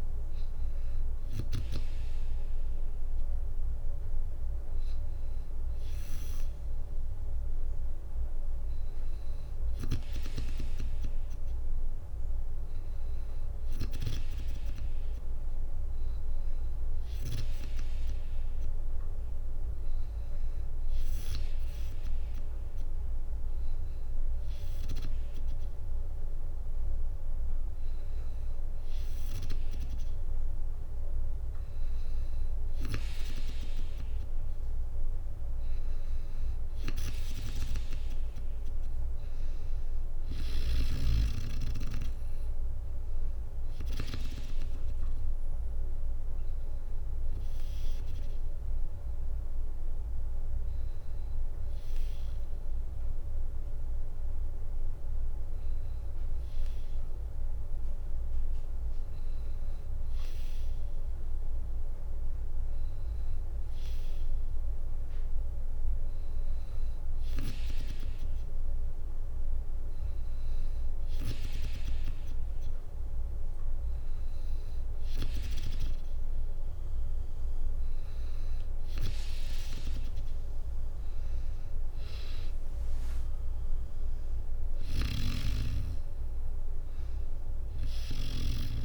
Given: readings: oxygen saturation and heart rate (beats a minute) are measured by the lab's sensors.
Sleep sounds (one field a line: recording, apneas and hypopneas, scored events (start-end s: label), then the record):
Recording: breathing in sleep by a room microphone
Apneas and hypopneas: none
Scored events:
37.50-49.50 s: drop in pulse transit time (device-marked, heart rate 63 before, 62 extreme)
80.50-88.85 s: drop in pulse transit time (device-marked, heart rate 62 before, 61 extreme)
84.00-88.00 s: snoring (device-marked)
From the record:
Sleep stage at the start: N2 (light sleep)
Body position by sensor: on the back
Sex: female